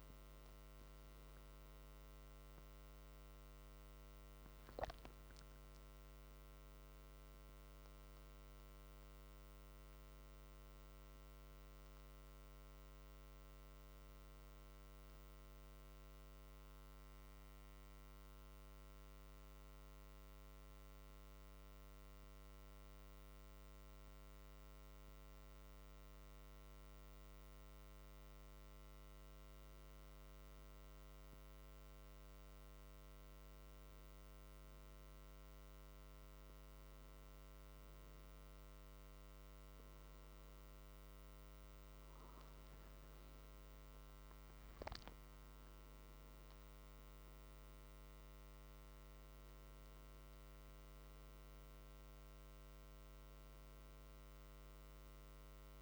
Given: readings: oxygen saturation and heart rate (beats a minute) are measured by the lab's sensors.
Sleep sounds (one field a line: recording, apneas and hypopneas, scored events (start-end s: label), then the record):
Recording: breathing in sleep, hard to hear, by a microphone on the trachea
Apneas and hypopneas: 1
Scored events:
15.50-18.50 s: arousal
23.00-38.00 s: hypopnea (oxygen 96% before, 94% lowest)
42.00-46.00 s: arousal
From the record:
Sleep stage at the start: N1 (lightest sleep)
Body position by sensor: on the back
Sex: male